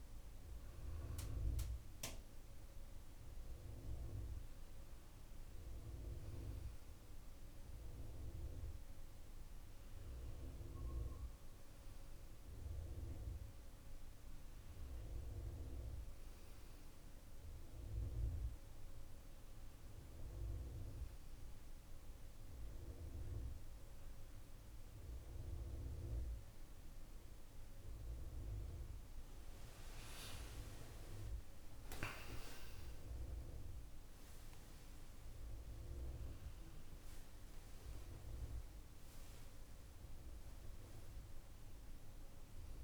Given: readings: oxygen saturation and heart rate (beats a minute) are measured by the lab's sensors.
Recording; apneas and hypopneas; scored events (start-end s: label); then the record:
breathing in sleep by a room microphone; none
30.00-35.00 s: arousal
From the record:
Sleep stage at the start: N2 (light sleep); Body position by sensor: on the back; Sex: male